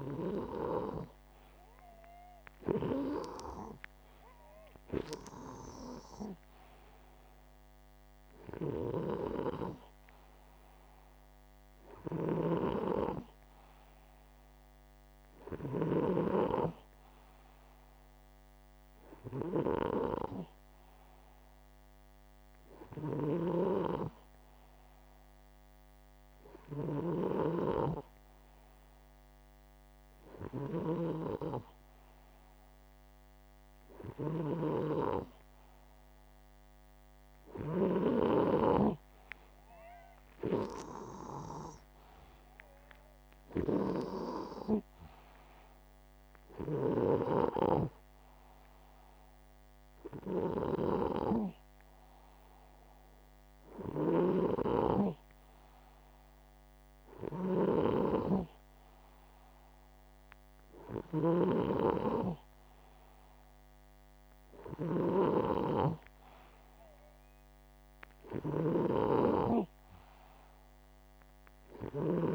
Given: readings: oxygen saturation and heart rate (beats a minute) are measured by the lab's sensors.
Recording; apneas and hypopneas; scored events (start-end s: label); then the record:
breathing in sleep by a microphone on the trachea; none
11.50-15.50 s: snoring (device-marked)
22.50-41.00 s: snoring (device-marked)
50.00-72.35 s: snoring (device-marked)
From the record:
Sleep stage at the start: N2 (light sleep); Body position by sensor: upright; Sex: male